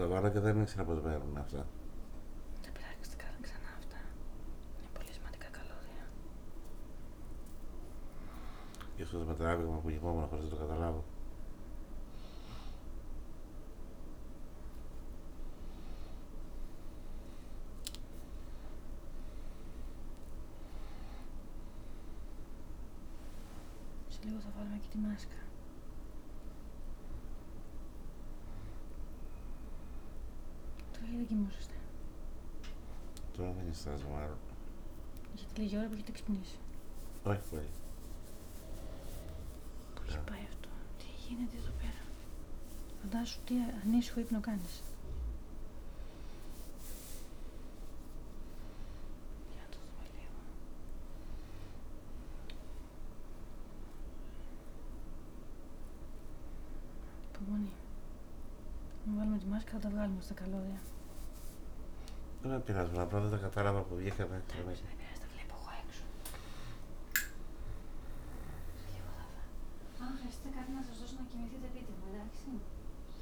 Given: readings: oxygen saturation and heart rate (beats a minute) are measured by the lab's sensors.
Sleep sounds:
a person awake in a sleep study, by a room microphone; none
none scored
From the record:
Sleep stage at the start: awake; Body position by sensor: on the back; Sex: male

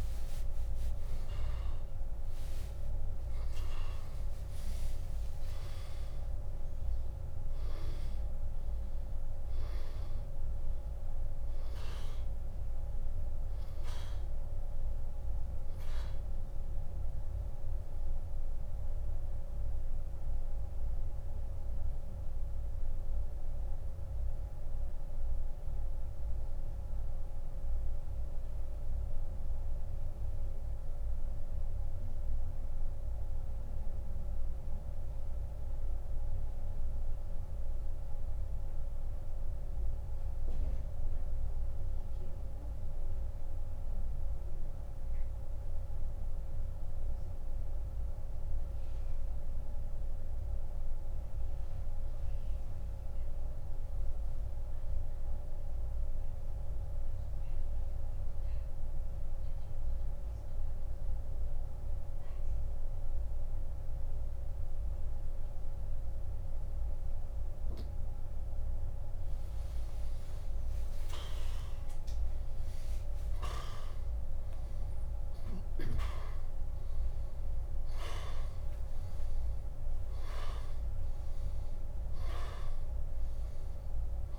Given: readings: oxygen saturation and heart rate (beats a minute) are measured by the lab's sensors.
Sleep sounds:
breathing in sleep, hard to hear, by a room microphone; 1
0.00-5.00 s: arousal
15.00-52.00 s: oxygen desaturation (device-marked, oxygen 96% before, 87% lowest, heart rate 80 before, 58 extreme)
21.00-67.00 s: mixed apnea (oxygen 98% before, 85% lowest, heart rate 83 before, 58 extreme, up 27 after)
70.00-73.00 s: arousal
From the record:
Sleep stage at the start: N2 (light sleep); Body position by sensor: on the back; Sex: male

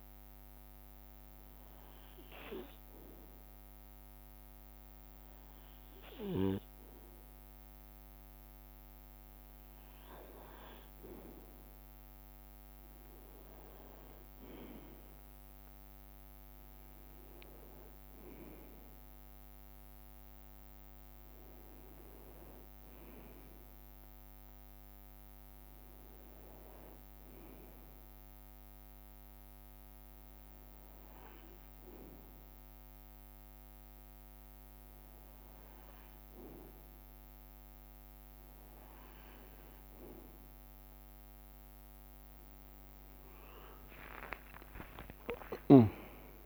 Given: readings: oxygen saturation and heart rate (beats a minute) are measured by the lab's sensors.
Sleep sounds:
breathing in sleep by a microphone on the trachea; none
0.00-38.00 s: bradycardia (device-marked)
1.00-3.00 s: long interval between heartbeats (device-marked)
41.00-46.46 s: bradycardia (device-marked)
43.00-46.46 s: leg movement (device-marked)
44.00-46.46 s: arousal
From the record:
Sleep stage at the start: REM sleep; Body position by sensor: on the right side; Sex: male

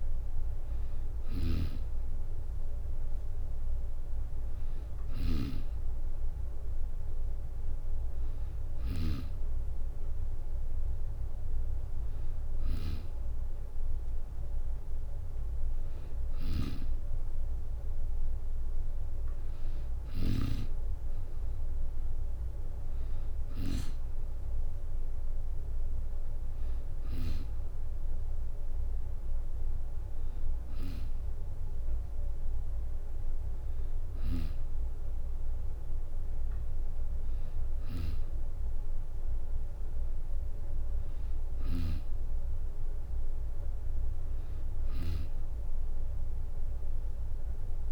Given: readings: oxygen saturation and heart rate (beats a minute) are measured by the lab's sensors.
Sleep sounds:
breathing in sleep by a room microphone; none
1.00-9.00 s: snoring (device-marked)
16.00-20.00 s: snoring (device-marked)
33.50-47.92 s: snoring (device-marked)
From the record:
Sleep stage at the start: N2 (light sleep); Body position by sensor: on the back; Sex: female

